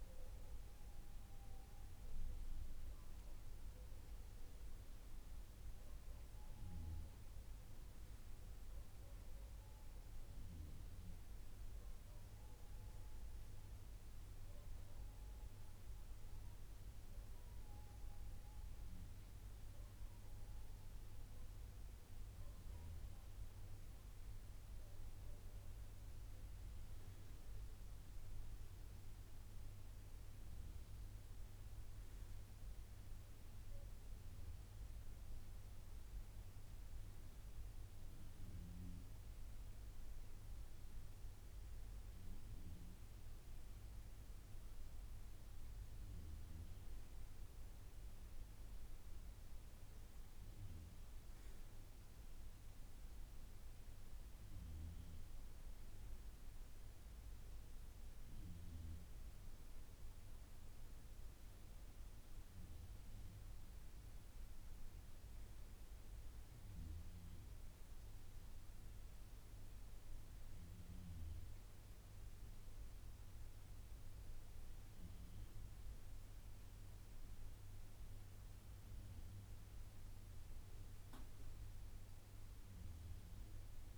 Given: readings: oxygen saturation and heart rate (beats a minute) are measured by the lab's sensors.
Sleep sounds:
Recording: breathing in sleep, hard to hear, by a room microphone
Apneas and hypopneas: none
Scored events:
none scored
From the record:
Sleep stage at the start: N2 (light sleep)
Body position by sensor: on the right side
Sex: male

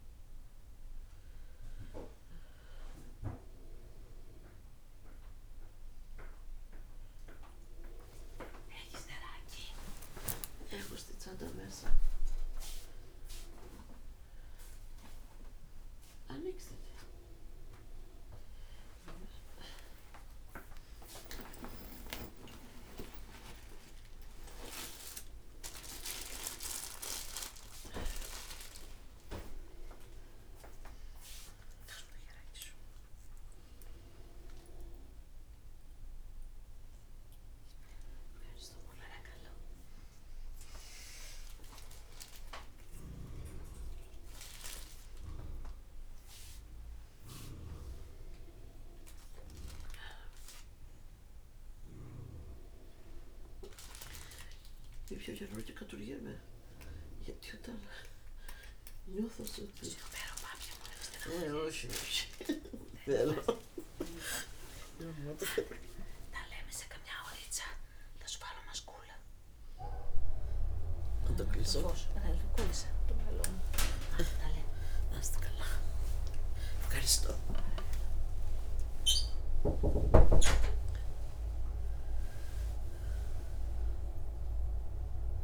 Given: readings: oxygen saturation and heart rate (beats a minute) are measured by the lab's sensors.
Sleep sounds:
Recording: a person awake in a sleep study, by a room microphone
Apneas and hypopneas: none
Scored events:
65.00-74.00 s: oxygen desaturation (device-marked, oxygen 95% before, 92% lowest, heart rate 72 before, 60 extreme)
83.00-85.44 s: oxygen desaturation (device-marked, oxygen 97% before, 93% lowest, heart rate 123 before, 60 extreme)
From the record:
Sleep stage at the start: awake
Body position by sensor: on the right side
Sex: female

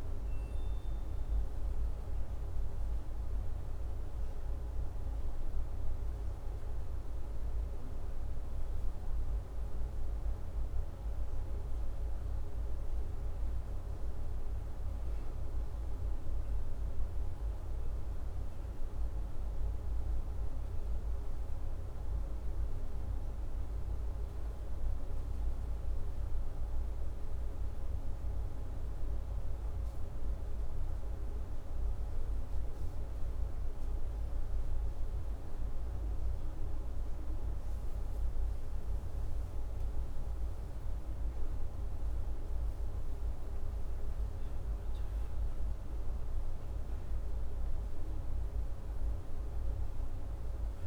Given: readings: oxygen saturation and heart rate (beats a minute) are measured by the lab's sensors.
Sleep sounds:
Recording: breathing in sleep, hard to hear, by a room microphone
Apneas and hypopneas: none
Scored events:
none scored
From the record:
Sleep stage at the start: N2 (light sleep)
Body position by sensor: upright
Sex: male

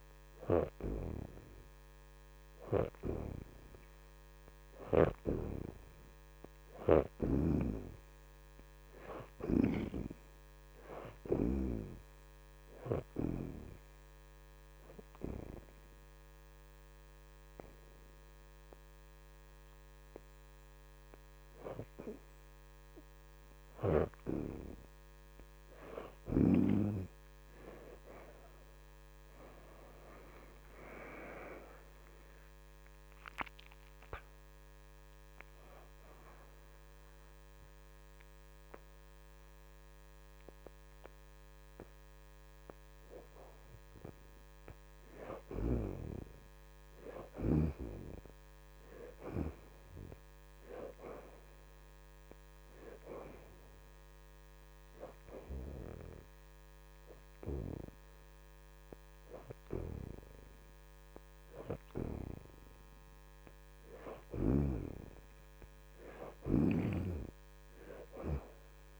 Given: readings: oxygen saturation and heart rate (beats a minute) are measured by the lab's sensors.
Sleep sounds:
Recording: breathing in sleep by a microphone on the trachea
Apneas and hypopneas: 1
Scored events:
14.00-24.00 s: hypopnea (oxygen 78% before, 63% lowest, heart rate 86 before, 78 extreme, up 36 after)
16.50-33.50 s: oxygen desaturation (device-marked, oxygen 71% before, 63% lowest, heart rate 88 before, 78 extreme)
28.00-33.00 s: arousal
42.50-48.50 s: oxygen desaturation (device-marked, oxygen 68% before, 65% lowest, heart rate 96 before, 79 extreme)
61.50-69.00 s: oxygen desaturation (device-marked, oxygen 80% before, 64% lowest, heart rate 83 before, 87 extreme)
From the record:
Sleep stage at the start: N2 (light sleep)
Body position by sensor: on the back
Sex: female

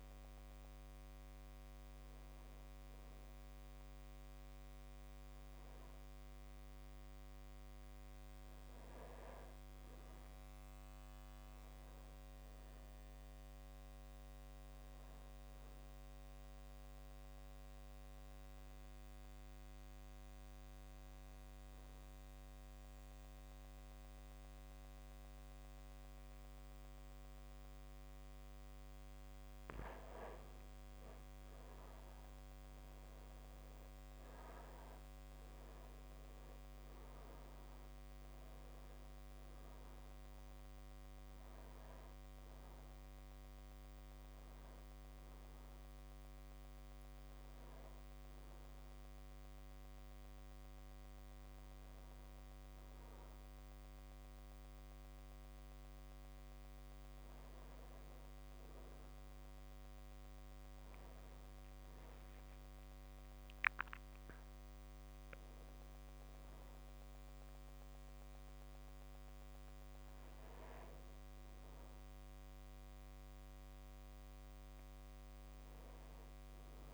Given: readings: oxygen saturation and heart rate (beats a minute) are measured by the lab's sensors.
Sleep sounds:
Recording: a person partly awake in a sleep study, hard to hear, by a microphone on the trachea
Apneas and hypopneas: 1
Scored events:
4.00-64.00 s: new sleep stage, N2 (light sleep)
16.50-29.00 s: obstructive apnea (oxygen 98% before, 93% lowest)
31.00-34.50 s: arousal
43.00-61.00 s: oxygen desaturation (device-marked, oxygen 97% before, 93% lowest)
64.00-76.94 s: new sleep stage, awake
69.50-71.50 s: long interval between heartbeats (device-marked)
From the record:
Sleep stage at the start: awake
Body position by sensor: on the back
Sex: male

